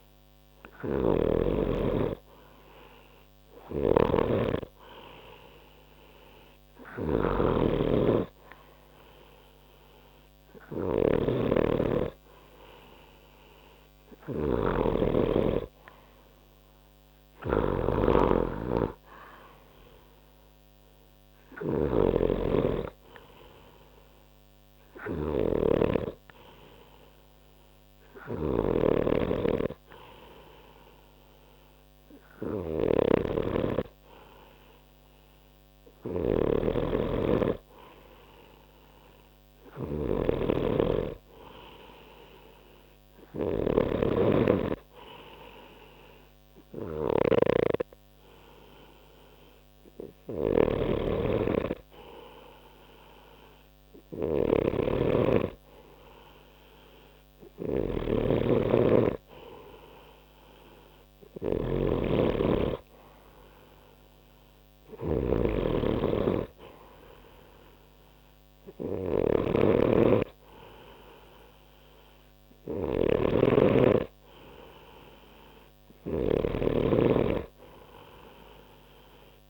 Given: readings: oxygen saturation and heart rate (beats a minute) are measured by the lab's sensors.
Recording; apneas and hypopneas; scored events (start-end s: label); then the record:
breathing in sleep by a microphone on the trachea; none
0.00-79.50 s: snoring (device-marked)
From the record:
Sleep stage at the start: N2 (light sleep); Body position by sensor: on the right side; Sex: male